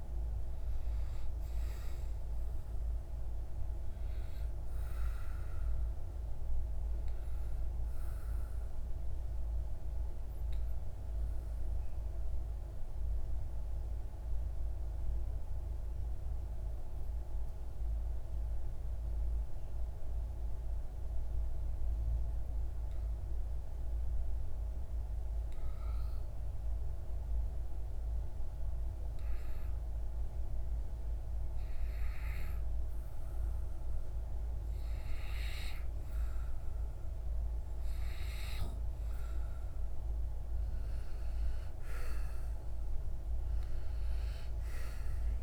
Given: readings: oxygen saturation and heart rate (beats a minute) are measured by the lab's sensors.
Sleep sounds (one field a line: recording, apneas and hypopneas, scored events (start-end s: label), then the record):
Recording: breathing in sleep, hard to hear, by a room microphone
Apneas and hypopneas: 1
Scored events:
0.00-18.00 s: oxygen desaturation (device-marked, oxygen 91% lowest)
6.50-30.00 s: obstructive apnea (oxygen 97% before, 91% lowest)
32.50-36.00 s: arousal
37.00-45.43 s: oxygen desaturation (device-marked, oxygen 97% before, 92% lowest)
From the record:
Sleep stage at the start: N2 (light sleep)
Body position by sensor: on the back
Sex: male